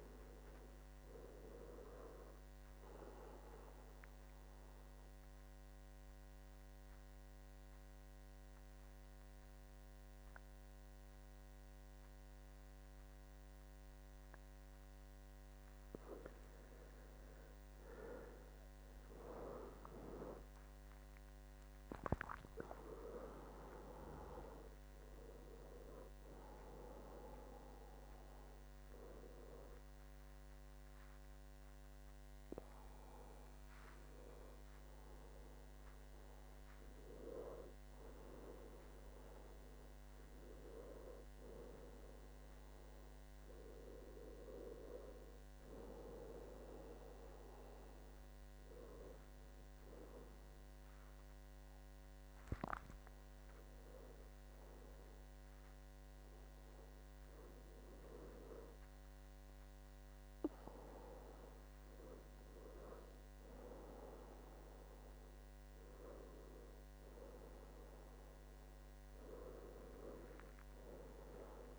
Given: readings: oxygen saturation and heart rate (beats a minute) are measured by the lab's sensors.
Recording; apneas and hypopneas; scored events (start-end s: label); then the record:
breathing in sleep by a microphone on the trachea; 1
4.00-6.00 s: long interval between heartbeats (device-marked, heart rate 77 before, 72 extreme)
4.00-16.50 s: mixed apnea (oxygen 98% before, 91% lowest, heart rate 77 before, 66 extreme, up 17 after)
8.00-36.00 s: oxygen desaturation (device-marked, oxygen 97% before, 91% lowest, heart rate 76 before, 68 extreme)
19.50-23.50 s: arousal
49.00-52.50 s: arousal
From the record:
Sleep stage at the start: N2 (light sleep); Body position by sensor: on the back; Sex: male